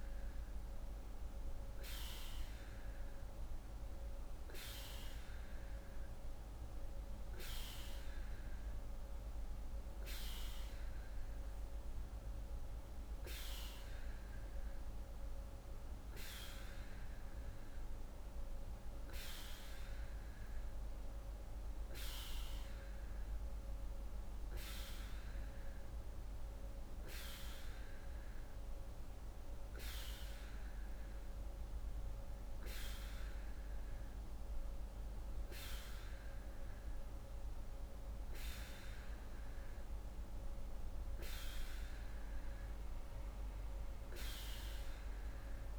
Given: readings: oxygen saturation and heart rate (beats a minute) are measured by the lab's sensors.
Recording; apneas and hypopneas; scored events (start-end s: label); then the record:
breathing in sleep by a room microphone; none
none scored
From the record:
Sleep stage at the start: N2 (light sleep); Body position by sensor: on the right side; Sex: female